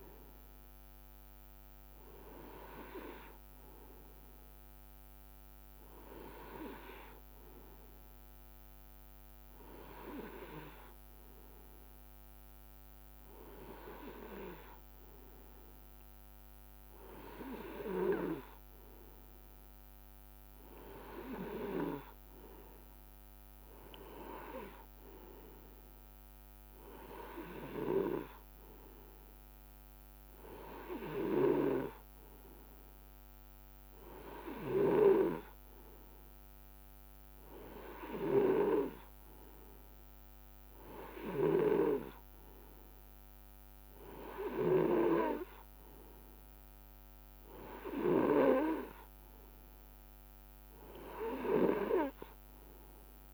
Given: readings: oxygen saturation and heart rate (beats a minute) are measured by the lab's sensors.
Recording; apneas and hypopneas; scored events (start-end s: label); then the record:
breathing in sleep by a microphone on the trachea; none
none scored
From the record:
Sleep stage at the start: N2 (light sleep); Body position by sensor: on the right side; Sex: male